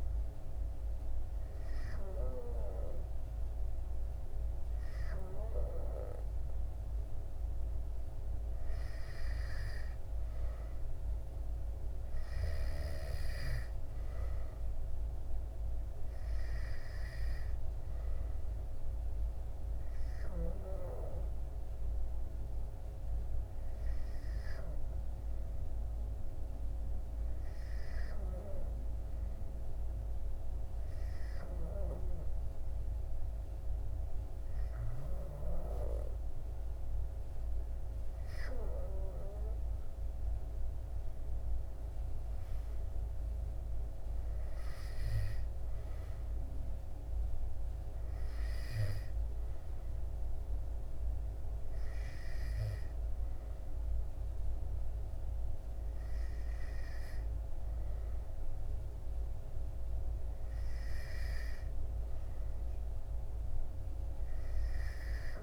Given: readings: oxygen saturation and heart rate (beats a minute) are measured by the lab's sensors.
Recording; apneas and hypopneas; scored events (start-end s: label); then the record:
breathing in sleep by a room microphone; none
0.00-9.00 s: oxygen desaturation (device-marked, oxygen 94% lowest, heart rate 66 extreme)
From the record:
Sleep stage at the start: N2 (light sleep); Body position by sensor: on the back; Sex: male